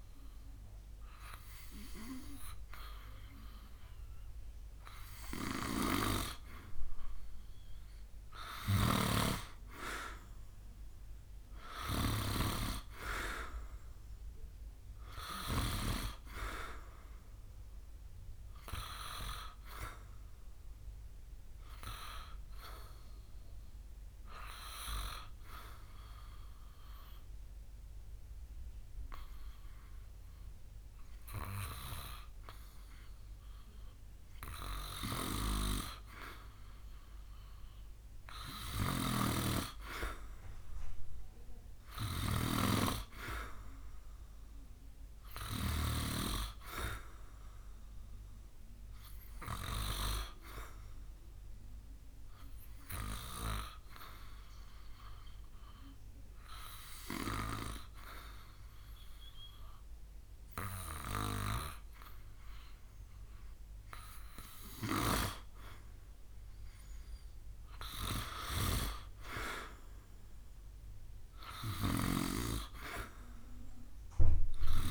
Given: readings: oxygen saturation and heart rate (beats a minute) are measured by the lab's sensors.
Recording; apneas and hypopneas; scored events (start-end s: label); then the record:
breathing in sleep by a room microphone; 2
20.00-34.50 s: obstructive apnea (oxygen 95% before, 90% lowest, heart rate 72 before, 66 extreme)
38.50-42.00 s: arousal
38.50-42.00 s: snoring (device-marked)
48.00-63.50 s: hypopnea (oxygen 94% before, 90% lowest, heart rate 70 before, 69 extreme, up 4 after)
62.50-74.91 s: oxygen desaturation (device-marked, oxygen 95% before, 90% lowest, heart rate 72 before, 69 extreme)
67.00-70.50 s: arousal
From the record:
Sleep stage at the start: N2 (light sleep); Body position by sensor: on the back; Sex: male